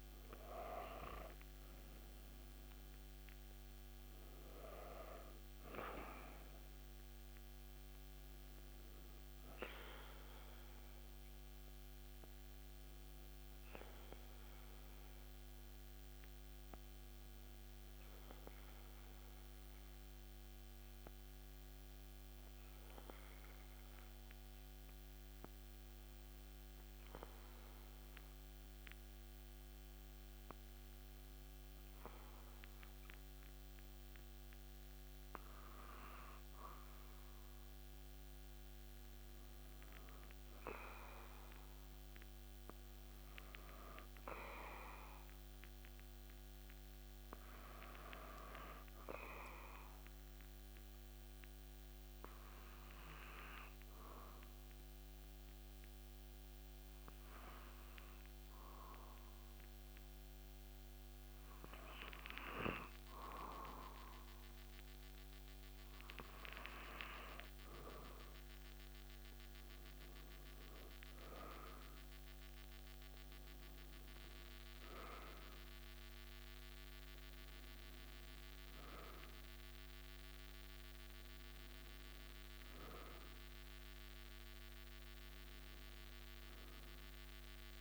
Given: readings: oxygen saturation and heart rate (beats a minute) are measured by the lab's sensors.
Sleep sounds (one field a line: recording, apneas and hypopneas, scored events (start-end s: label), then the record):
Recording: breathing in sleep by a microphone on the trachea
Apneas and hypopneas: 2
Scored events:
0.00-19.50 s: oxygen desaturation (device-marked, oxygen 94% lowest)
15.00-36.50 s: hypopnea (oxygen 98% before, 94% lowest)
40.00-43.50 s: arousal
49.50-63.50 s: obstructive apnea (oxygen 98% before, 95% lowest)
67.50-71.00 s: arousal
From the record:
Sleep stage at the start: N2 (light sleep)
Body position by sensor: on the back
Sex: male